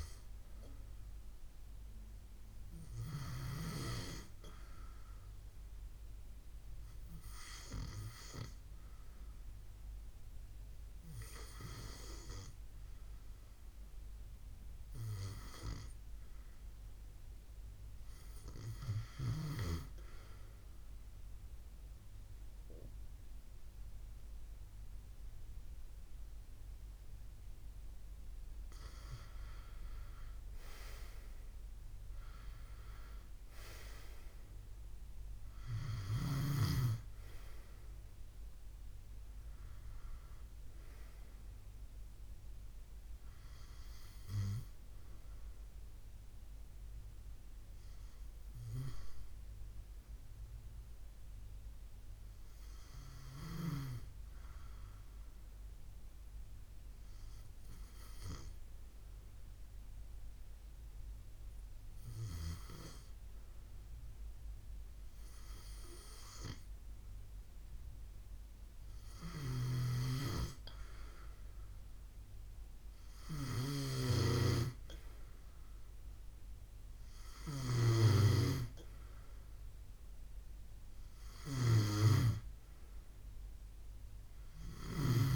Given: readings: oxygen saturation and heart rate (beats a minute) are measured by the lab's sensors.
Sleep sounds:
breathing in sleep by a room microphone; 2
5.00-17.00 s: hypopnea (oxygen 98% before, 92% lowest, heart rate 69 before, 71 extreme, up 4 after)
11.50-32.50 s: oxygen desaturation (device-marked, oxygen 96% before, 92% lowest, heart rate 70 before, 73 extreme)
19.50-22.50 s: arousal
35.50-39.50 s: arousal
48.00-66.50 s: hypopnea (oxygen 94% before, 92% lowest, heart rate 74 before, 73 extreme, up 2 after)
68.50-85.36 s: snoring (device-marked)
69.50-72.50 s: arousal
From the record:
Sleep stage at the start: N2 (light sleep); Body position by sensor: on the left side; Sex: male

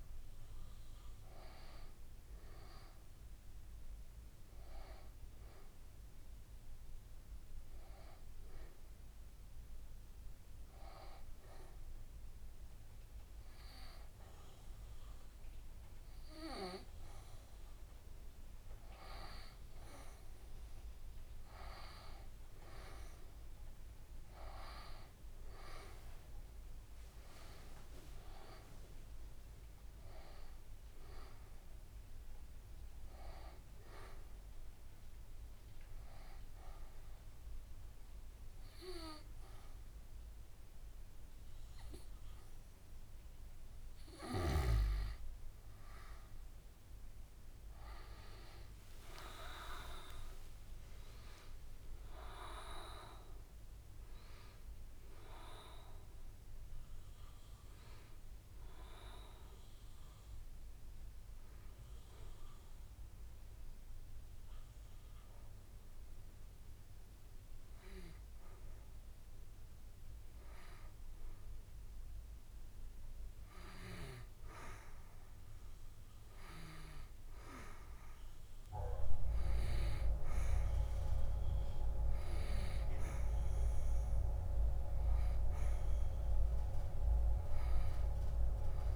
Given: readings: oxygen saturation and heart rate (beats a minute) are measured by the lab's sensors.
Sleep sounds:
breathing in sleep by a room microphone; 3
0.50-5.00 s: arousal
8.50-21.00 s: hypopnea (oxygen 93% before, 88% lowest, heart rate 76 before, 72 extreme, up 6 after)
22.50-27.00 s: arousal
31.50-45.50 s: oxygen desaturation (device-marked, oxygen 93% before, 89% lowest, heart rate 75 before, 69 extreme)
35.00-45.00 s: obstructive apnea (oxygen 93% before, 88% lowest, heart rate 75 before, 69 extreme, up 26 after)
48.50-53.00 s: arousal
49.50-51.50 s: long interval between heartbeats (device-marked, heart rate 76 before, 95 extreme)
56.50-71.50 s: oxygen desaturation (device-marked, oxygen 93% before, 88% lowest, heart rate 81 before, 69 extreme)
62.00-72.50 s: hypopnea (oxygen 93% before, 88% lowest, heart rate 82 before, 69 extreme, up 4 after)
74.00-78.00 s: arousal
From the record:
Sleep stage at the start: N2 (light sleep); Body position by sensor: on the right side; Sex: female

